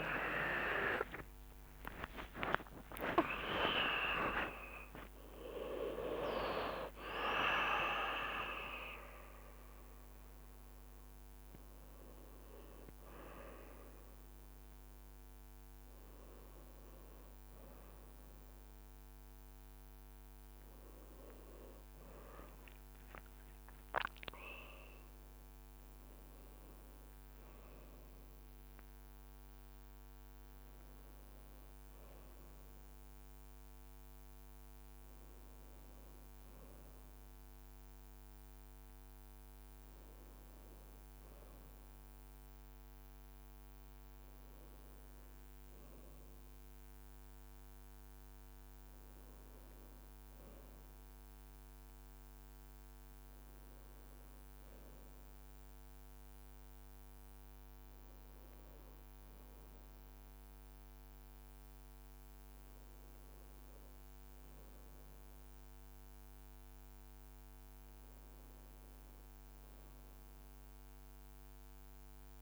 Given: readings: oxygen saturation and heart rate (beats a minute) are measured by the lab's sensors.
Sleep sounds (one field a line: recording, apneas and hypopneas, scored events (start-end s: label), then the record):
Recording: a person awake in a sleep study, by a microphone on the trachea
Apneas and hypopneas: none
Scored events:
0.00-2.00 s: long interval between heartbeats (device-marked, heart rate 69 before, 93 extreme)
0.00-5.00 s: tachycardia (device-marked, heart rate 121 extreme)
3.00-5.00 s: long interval between heartbeats (device-marked, heart rate 75 before, 118 extreme)
11.00-12.00 s: leg movement (device-marked)
22.00-29.00 s: leg movement (device-marked)
39.50-41.50 s: leg movement (device-marked)
46.00-72.42 s: new sleep stage, N1 (lightest sleep)
67.50-72.00 s: leg movement (device-marked)
From the record:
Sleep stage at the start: awake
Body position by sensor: on the right side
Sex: male